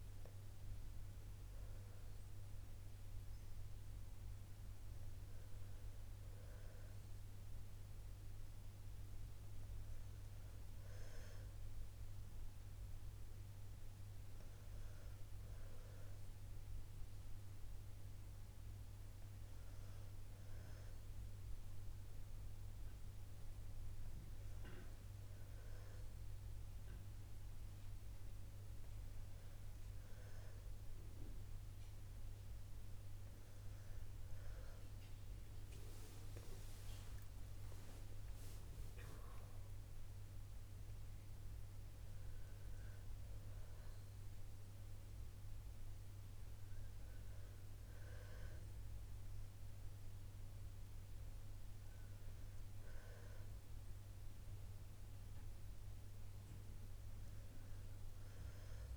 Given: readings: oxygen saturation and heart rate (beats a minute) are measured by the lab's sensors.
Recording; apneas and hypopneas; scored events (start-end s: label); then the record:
breathing in sleep, hard to hear, by a room microphone; none
37.50-41.50 s: arousal
56.00-58.97 s: oxygen desaturation (device-marked, oxygen 95% before, 91% lowest, heart rate 63 before, 60 extreme)
From the record:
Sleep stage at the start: REM sleep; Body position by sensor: on the back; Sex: female